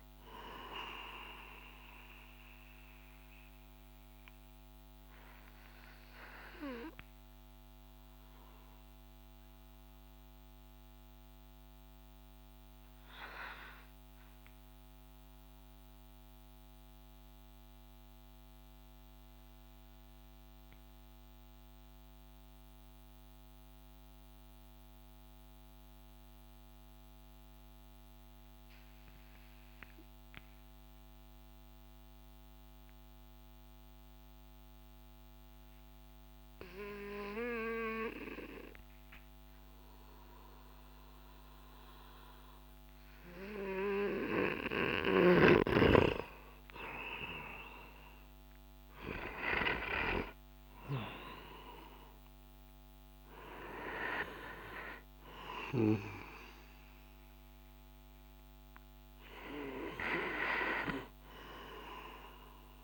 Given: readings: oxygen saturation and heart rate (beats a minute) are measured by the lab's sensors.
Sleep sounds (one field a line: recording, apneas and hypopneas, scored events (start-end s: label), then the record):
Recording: breathing in sleep by a microphone on the trachea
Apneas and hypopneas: 1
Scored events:
0.00-19.00 s: oxygen desaturation (device-marked, oxygen 87% lowest)
1.50-42.50 s: mixed apnea (oxygen 96% before, 87% lowest)
34.00-62.84 s: oxygen desaturation (device-marked, oxygen 98% before, 90% lowest)
47.00-52.50 s: arousal
From the record:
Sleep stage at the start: N2 (light sleep)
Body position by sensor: on the back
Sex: male